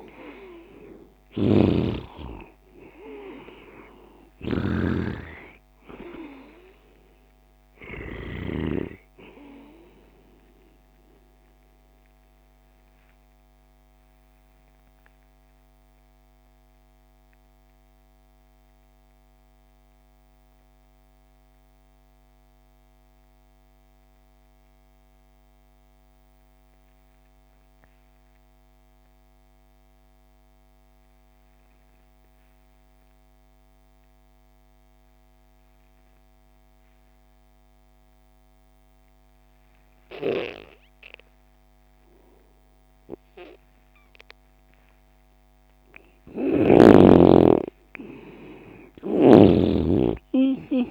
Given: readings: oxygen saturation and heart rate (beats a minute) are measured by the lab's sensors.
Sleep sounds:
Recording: breathing in sleep by a microphone on the trachea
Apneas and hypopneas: 1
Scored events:
0.00-1.00 s: arousal
0.00-8.50 s: snoring (device-marked)
0.00-25.50 s: oxygen desaturation (device-marked, oxygen 81% lowest)
12.00-45.00 s: mixed apnea (oxygen 97% before, 81% lowest)
40.50-50.91 s: oxygen desaturation (device-marked, oxygen 98% before, 85% lowest)
47.50-50.91 s: arousal
48.50-50.91 s: snoring (device-marked)
From the record:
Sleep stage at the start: N2 (light sleep)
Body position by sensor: on the left side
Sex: male

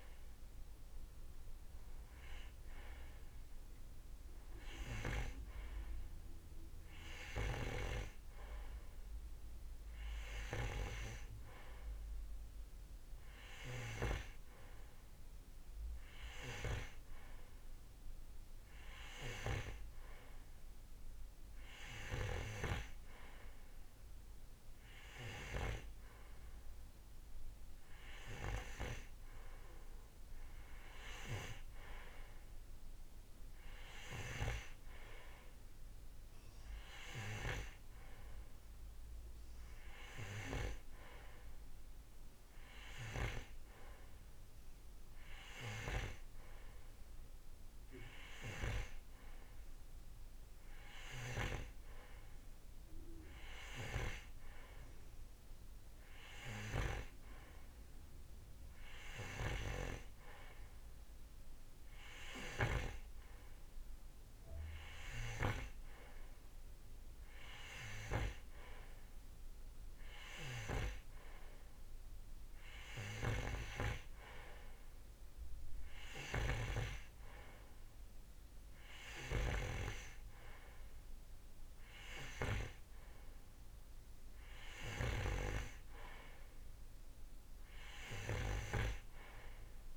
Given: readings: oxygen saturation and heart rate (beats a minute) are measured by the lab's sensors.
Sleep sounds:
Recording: breathing in sleep by a room microphone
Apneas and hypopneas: none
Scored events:
none scored
From the record:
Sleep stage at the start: N2 (light sleep)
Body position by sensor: on the right side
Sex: male

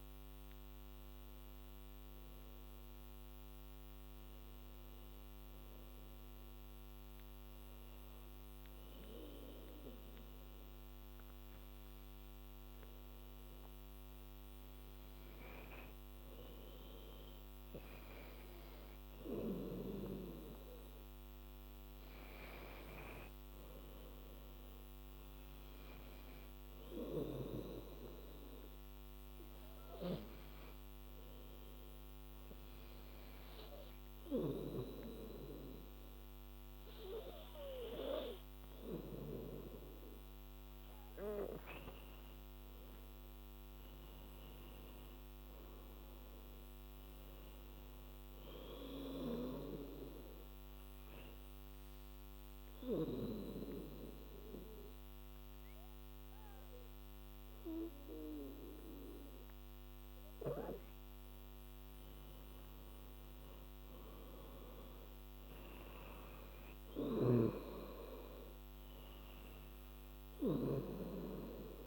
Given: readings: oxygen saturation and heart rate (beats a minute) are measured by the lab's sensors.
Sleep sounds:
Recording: breathing in sleep by a microphone on the trachea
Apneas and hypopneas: 3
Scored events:
6.50-17.00 s: obstructive apnea (oxygen 99% before, 92% lowest, heart rate 86 before, 83 extreme, up 4 after)
18.50-21.50 s: arousal
20.00-28.00 s: oxygen desaturation (device-marked, oxygen 97% before, 94% lowest, heart rate 85 before, 84 extreme)
28.50-39.50 s: obstructive apnea (oxygen 99% before, 92% lowest, heart rate 86 before, 77 extreme, up 3 after)
43.00-47.00 s: arousal
51.50-62.00 s: obstructive apnea (oxygen 96% before, 92% lowest, heart rate 86 before, 78 extreme, up 8 after)
63.50-67.50 s: arousal
67.00-71.00 s: snoring (device-marked)
69.00-71.87 s: oxygen desaturation (device-marked, oxygen 98% before, 92% lowest, heart rate 83 before, 75 extreme)
From the record:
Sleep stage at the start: N2 (light sleep)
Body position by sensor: on the back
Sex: female

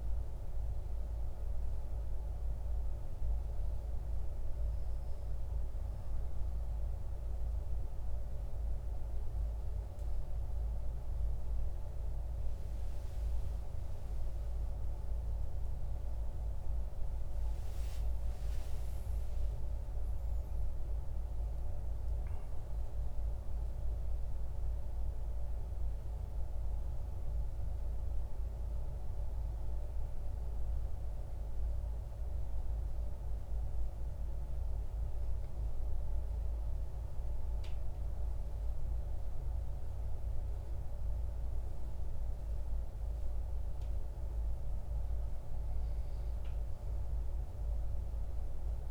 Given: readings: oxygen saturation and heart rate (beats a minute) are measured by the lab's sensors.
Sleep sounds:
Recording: breathing in sleep, hard to hear, by a room microphone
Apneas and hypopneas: none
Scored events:
16.00-21.50 s: arousal
From the record:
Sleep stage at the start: N2 (light sleep)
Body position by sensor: on the back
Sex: male

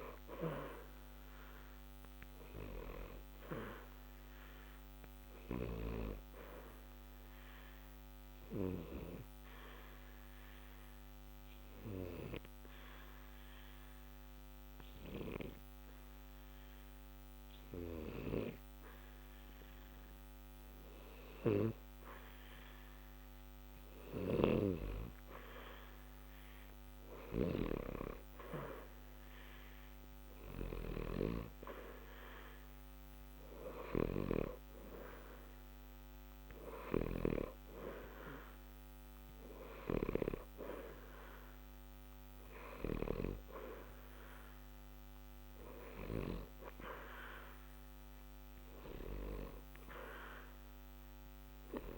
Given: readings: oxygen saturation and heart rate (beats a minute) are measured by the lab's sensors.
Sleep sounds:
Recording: breathing in sleep by a microphone on the trachea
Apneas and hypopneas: 1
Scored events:
0.00-18.50 s: oxygen desaturation (device-marked, oxygen 87% lowest, heart rate 60 extreme)
6.50-23.50 s: obstructive apnea (oxygen 94% before, 87% lowest, heart rate 60 before, 60 extreme, up 2 after)
25.00-28.50 s: arousal
42.50-51.98 s: oxygen desaturation (device-marked, oxygen 93% before, 88% lowest, heart rate 61 before, 60 extreme)
From the record:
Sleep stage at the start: N2 (light sleep)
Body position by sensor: on the back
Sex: male

